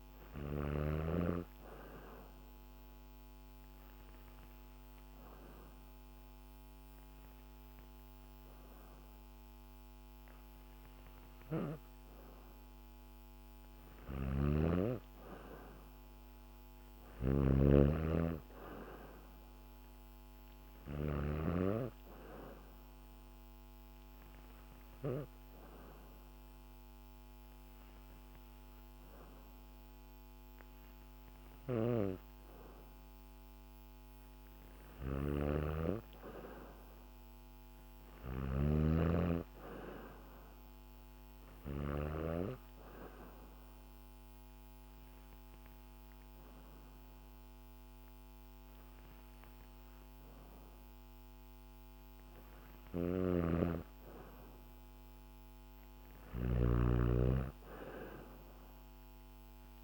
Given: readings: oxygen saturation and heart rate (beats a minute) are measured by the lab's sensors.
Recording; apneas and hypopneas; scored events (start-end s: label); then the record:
breathing in sleep by a microphone on the trachea; 3
1.50-12.50 s: hypopnea (oxygen 95% before, 92% lowest, heart rate 70 before, 68 extreme, up 2 after)
13.50-21.00 s: snoring (device-marked)
15.00-18.50 s: arousal
23.50-33.50 s: hypopnea (oxygen 95% before, 92% lowest, heart rate 71 before, 66 extreme, up 1 after)
31.00-41.50 s: snoring (device-marked)
34.50-38.00 s: arousal
42.00-52.50 s: hypopnea (oxygen 95% before, 92% lowest, heart rate 70 before, 66 extreme, up 1 after)
52.50-59.83 s: snoring (device-marked)
55.00-58.50 s: arousal
From the record:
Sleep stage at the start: N2 (light sleep); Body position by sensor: on the back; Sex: female